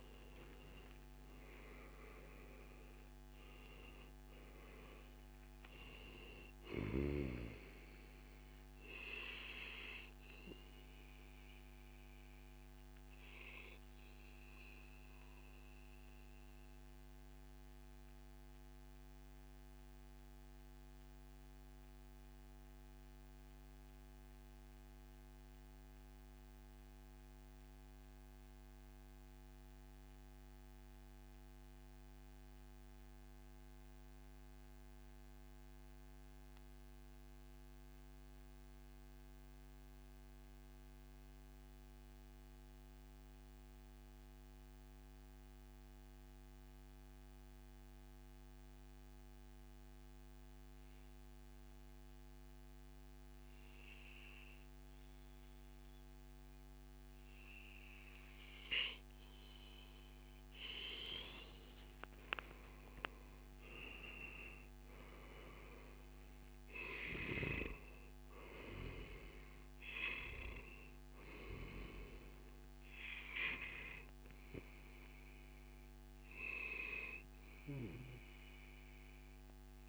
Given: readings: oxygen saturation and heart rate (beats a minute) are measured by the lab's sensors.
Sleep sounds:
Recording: breathing in sleep by a microphone on the trachea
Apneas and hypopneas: 1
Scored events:
0.00-2.00 s: arousal
0.00-2.50 s: oxygen desaturation (device-marked, oxygen 92% lowest, heart rate 116 extreme)
10.00-59.00 s: mixed apnea (oxygen 97% before, 90% lowest, heart rate 138 before, 141 extreme, up 0 after)
11.50-16.50 s: oxygen desaturation (device-marked, oxygen 96% before, 90% lowest, heart rate 141 before, 145 extreme)
59.50-79.50 s: oxygen desaturation (device-marked, oxygen 98% before, 92% lowest, heart rate 144 before, 141 extreme)
61.00-66.50 s: arousal
From the record:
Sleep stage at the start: N2 (light sleep)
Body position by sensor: on the back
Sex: male

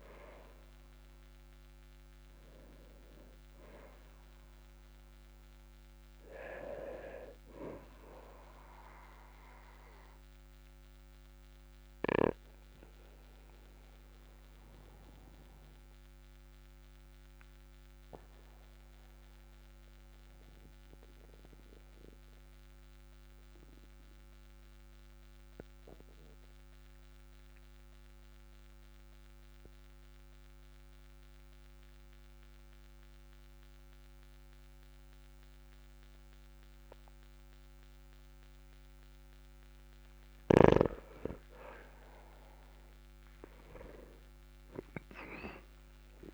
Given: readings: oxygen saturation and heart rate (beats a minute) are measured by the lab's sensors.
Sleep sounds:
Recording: breathing in sleep by a microphone on the trachea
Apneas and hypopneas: 1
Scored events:
8.00-27.00 s: oxygen desaturation (device-marked, oxygen 98% before, 95% lowest, heart rate 48 before, 42 extreme)
10.00-41.50 s: obstructive apnea (oxygen 99% before, 95% lowest, heart rate 48 before, 42 extreme, up 14 after)
45.00-46.34 s: arousal
From the record:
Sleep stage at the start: N2 (light sleep)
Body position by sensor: on the back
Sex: male

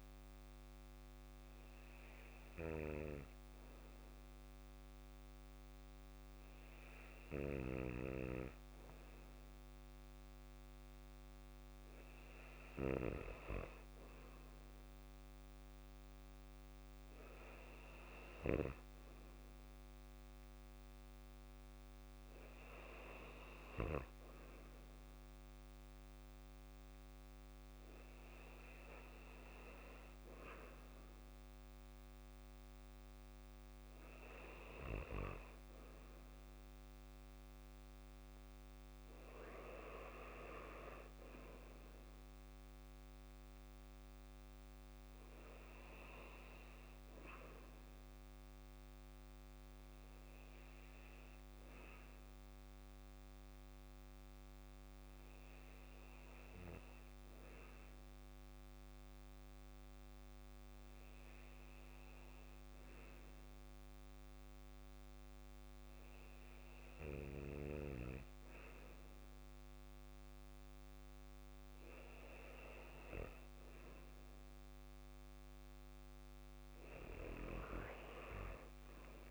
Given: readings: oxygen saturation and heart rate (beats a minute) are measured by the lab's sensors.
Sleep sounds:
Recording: breathing in sleep by a microphone on the trachea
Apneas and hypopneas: 1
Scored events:
48.00-74.00 s: obstructive apnea (oxygen 93% before, 91% lowest, heart rate 65 before, 58 extreme, up 8 after)
76.00-79.31 s: arousal
From the record:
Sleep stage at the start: N2 (light sleep)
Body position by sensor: on the back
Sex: male

